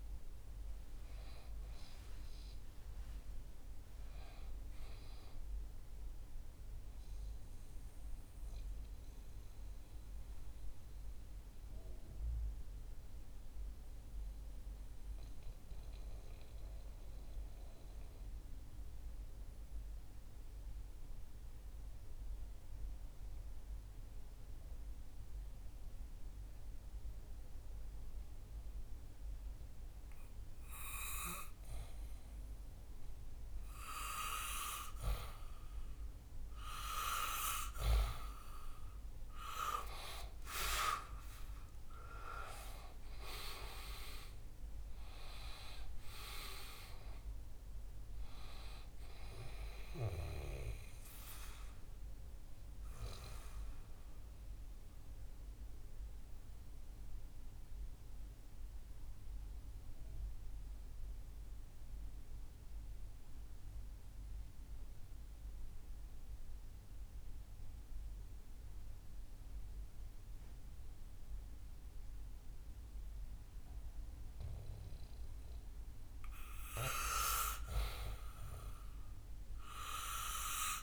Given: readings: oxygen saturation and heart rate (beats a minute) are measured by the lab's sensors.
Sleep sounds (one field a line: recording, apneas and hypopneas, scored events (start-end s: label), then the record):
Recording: breathing in sleep by a room microphone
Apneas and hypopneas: 2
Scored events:
0.00-8.00 s: oxygen desaturation (device-marked, oxygen 90% lowest, heart rate 62 extreme)
5.50-34.50 s: mixed apnea (oxygen 99% before, 89% lowest, heart rate 68 before, 61 extreme, up 8 after)
13.00-26.00 s: oxygen desaturation (device-marked, oxygen 92% before, 89% lowest, heart rate 67 before, 64 extreme)
35.00-67.00 s: oxygen desaturation (device-marked, oxygen 99% before, 90% lowest, heart rate 65 before, 61 extreme)
38.00-43.50 s: arousal
52.50-76.50 s: mixed apnea (oxygen 99% before, 90% lowest, heart rate 69 before, 61 extreme, up 3 after)
79.50-80.83 s: arousal
From the record:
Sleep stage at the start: N2 (light sleep)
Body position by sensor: on the back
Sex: male